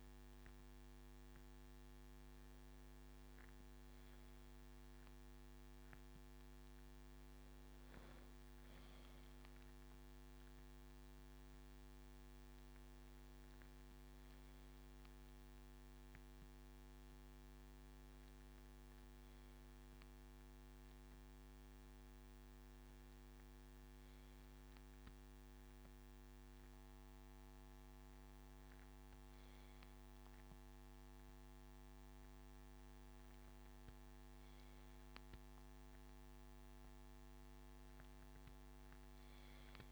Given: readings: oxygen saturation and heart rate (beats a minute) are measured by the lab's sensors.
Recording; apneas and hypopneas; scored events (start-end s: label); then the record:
breathing in sleep, hard to hear, by a microphone on the trachea; none
none scored
From the record:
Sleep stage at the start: N2 (light sleep); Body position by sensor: on the left side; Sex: male